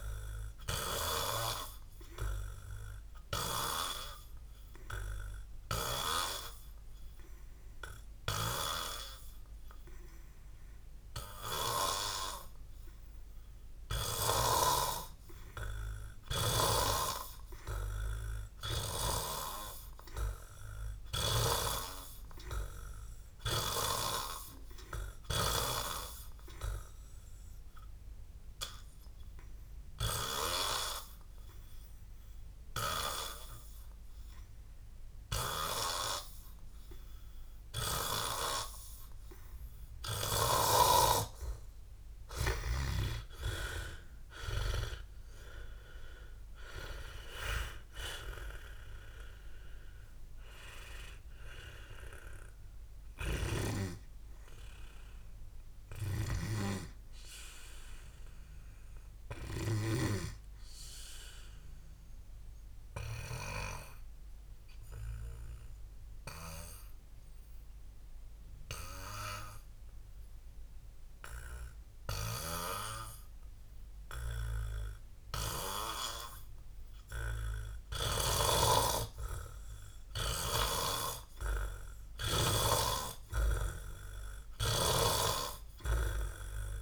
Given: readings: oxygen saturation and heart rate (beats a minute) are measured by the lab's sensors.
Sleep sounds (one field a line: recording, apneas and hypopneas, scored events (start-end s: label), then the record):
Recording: breathing in sleep by a room microphone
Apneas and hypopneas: 2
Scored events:
0.00-8.00 s: oxygen desaturation (device-marked, oxygen 83% lowest, heart rate 60 extreme)
23.50-26.50 s: arousal
29.50-43.00 s: obstructive apnea (oxygen 94% before, 87% lowest, heart rate 72 before, 58 extreme, up 20 after)
41.00-52.00 s: oxygen desaturation (device-marked, oxygen 94% before, 87% lowest, heart rate 70 before, 62 extreme)
48.00-53.00 s: arousal
53.50-60.50 s: snoring (device-marked)
64.00-77.00 s: mixed apnea (oxygen 94% before, 87% lowest)
71.00-78.00 s: oxygen desaturation (device-marked, oxygen 93% before, 88% lowest)
79.50-82.50 s: arousal
From the record:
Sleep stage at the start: N2 (light sleep)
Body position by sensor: on the back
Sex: male